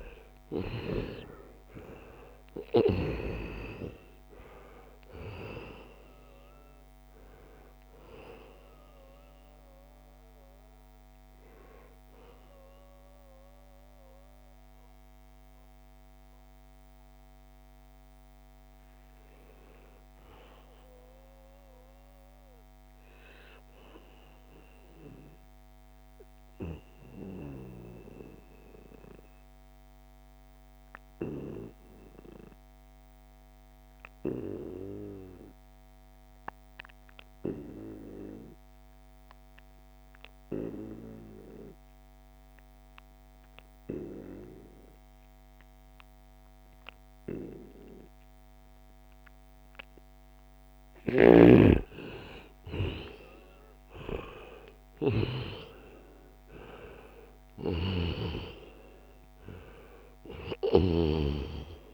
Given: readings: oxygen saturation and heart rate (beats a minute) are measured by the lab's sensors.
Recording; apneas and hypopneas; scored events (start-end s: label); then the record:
breathing in sleep by a microphone on the trachea; 1
0.00-2.50 s: snoring (device-marked)
0.00-20.00 s: oxygen desaturation (device-marked, oxygen 87% lowest, heart rate 63 extreme)
18.50-22.00 s: arousal
23.00-50.00 s: obstructive apnea (oxygen 97% before, 88% lowest, heart rate 82 before, 66 extreme, up 8 after)
45.00-61.94 s: oxygen desaturation (device-marked, oxygen 97% before, 88% lowest, heart rate 73 before, 66 extreme)
51.50-56.50 s: arousal
57.00-60.50 s: snoring (device-marked)
From the record:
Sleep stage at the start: N2 (light sleep); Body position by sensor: on the right side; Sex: male